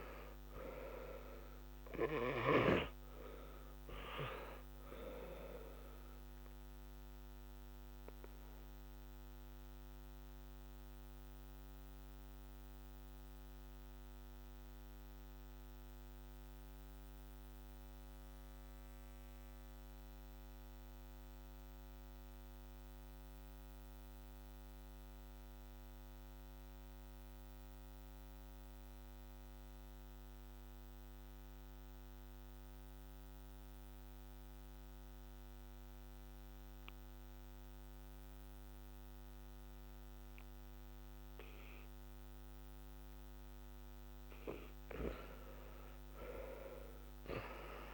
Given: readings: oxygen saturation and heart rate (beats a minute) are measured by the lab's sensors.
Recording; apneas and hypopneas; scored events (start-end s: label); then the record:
breathing in sleep by a microphone on the trachea; 1
0.00-25.00 s: oxygen desaturation (device-marked, oxygen 83% lowest, heart rate 63 extreme)
6.00-43.00 s: obstructive apnea (oxygen 98% before, 81% lowest, heart rate 72 before, 63 extreme, up 10 after)
36.00-47.94 s: oxygen desaturation (device-marked, oxygen 99% before, 81% lowest, heart rate 66 before, 64 extreme)
45.50-47.94 s: arousal
From the record:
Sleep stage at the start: N2 (light sleep); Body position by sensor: on the back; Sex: male